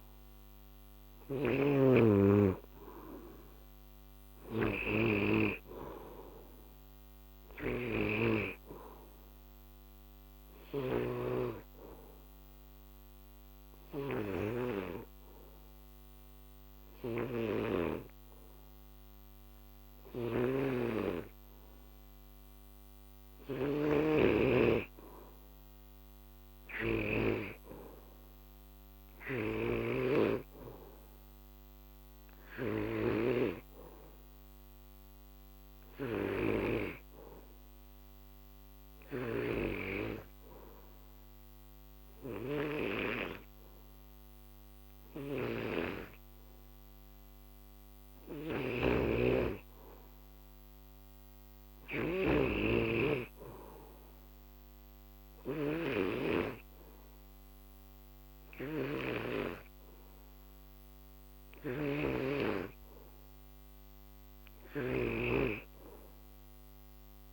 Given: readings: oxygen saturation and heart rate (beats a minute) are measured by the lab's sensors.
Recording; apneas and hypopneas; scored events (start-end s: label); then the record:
breathing in sleep by a microphone on the trachea; none
0.00-22.50 s: oxygen desaturation (device-marked, oxygen 87% lowest, heart rate 57 extreme)
0.00-33.00 s: snoring (device-marked)
27.50-42.50 s: oxygen desaturation (device-marked, oxygen 95% before, 89% lowest, heart rate 61 before, 56 extreme)
39.00-67.33 s: snoring (device-marked)
60.50-67.33 s: oxygen desaturation (device-marked, oxygen 92% before, 89% lowest, heart rate 61 before, 57 extreme)
From the record:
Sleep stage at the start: N2 (light sleep); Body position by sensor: on the back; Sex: male